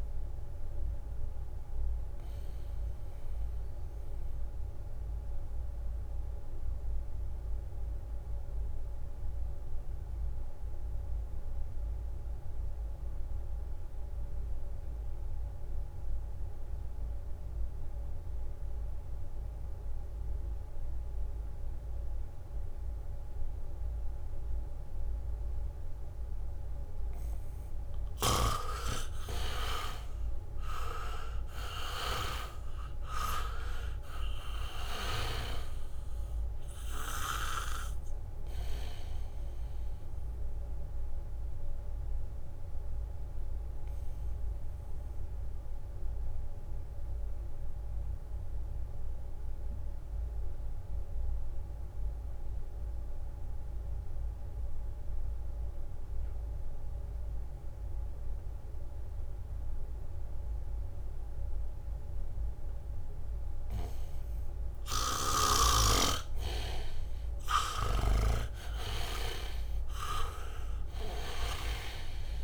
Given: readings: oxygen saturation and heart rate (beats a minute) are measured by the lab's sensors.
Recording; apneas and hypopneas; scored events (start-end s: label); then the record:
breathing in sleep by a room microphone; 2
0.00-13.50 s: oxygen desaturation (device-marked, oxygen 78% lowest, heart rate 63 extreme)
3.00-26.00 s: obstructive apnea (oxygen 98% before, 77% lowest, heart rate 69 before, 67 extreme, up 1 after)
22.50-54.50 s: oxygen desaturation (device-marked, oxygen 98% before, 77% lowest, heart rate 72 before, 64 extreme)
25.50-29.50 s: leg movement (device-marked)
29.00-33.50 s: arousal
30.50-35.50 s: leg movement (device-marked)
40.00-66.00 s: obstructive apnea (oxygen 98% before, 76% lowest, heart rate 70 before, 64 extreme, up 7 after)
61.50-72.44 s: oxygen desaturation (device-marked, oxygen 98% before, 76% lowest, heart rate 71 before, 64 extreme)
67.50-72.44 s: arousal
From the record:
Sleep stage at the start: N2 (light sleep); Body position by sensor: on the back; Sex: male